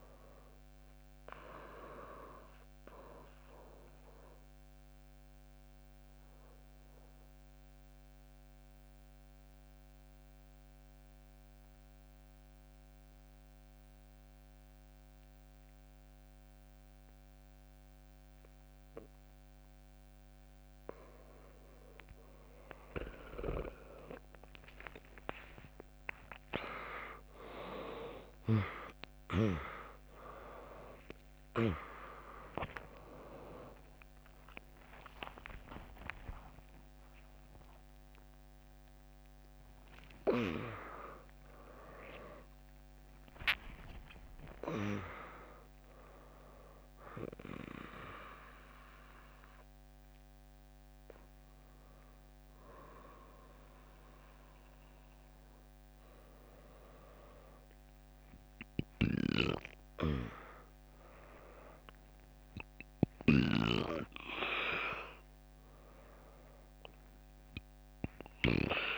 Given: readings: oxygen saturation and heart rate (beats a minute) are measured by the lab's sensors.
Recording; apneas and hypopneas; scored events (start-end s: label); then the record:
a person partly awake in a sleep study, by a microphone on the trachea; 1
0.00-11.00 s: oxygen desaturation (device-marked, oxygen 96% lowest, heart rate 59 extreme)
0.00-13.00 s: drop in pulse transit time (device-marked, heart rate 68 extreme)
3.50-21.50 s: obstructive apnea (oxygen 100% before, 95% lowest, heart rate 71 before, 59 extreme, up 20 after)
16.00-18.00 s: bradycardia (device-marked, heart rate 82 before, 65 extreme)
25.00-47.00 s: oxygen desaturation (device-marked, oxygen 100% before, 95% lowest, heart rate 72 before, 85 extreme)
26.00-56.00 s: new sleep stage, awake
30.00-46.00 s: drop in pulse transit time (device-marked, heart rate 69 before, 83 extreme)
32.00-39.00 s: tachycardia (device-marked, heart rate 81 before, 114 extreme)
40.00-46.00 s: tachycardia (device-marked, heart rate 82 before, 114 extreme)
43.00-45.00 s: long interval between heartbeats (device-marked, heart rate 90 before, 103 extreme)
56.00-68.98 s: new sleep stage, N1 (lightest sleep)
From the record:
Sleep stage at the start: N2 (light sleep); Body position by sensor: on the back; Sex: female